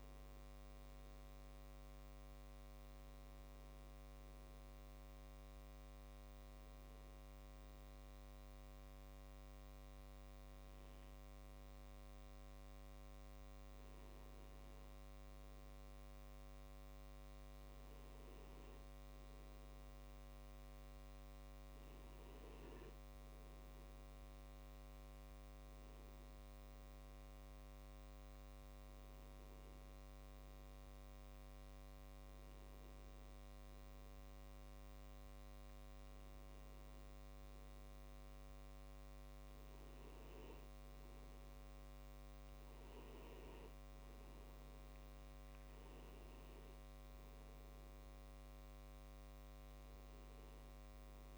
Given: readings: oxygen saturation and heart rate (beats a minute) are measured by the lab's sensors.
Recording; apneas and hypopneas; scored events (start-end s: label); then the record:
breathing in sleep, hard to hear, by a microphone on the trachea; none
2.50-9.50 s: tachycardia (device-marked, heart rate 39 before, 158 extreme)
44.50-51.37 s: tachycardia (device-marked, heart rate 44 before, 146 extreme)
From the record:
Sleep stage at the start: N1 (lightest sleep); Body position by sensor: on the back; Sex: male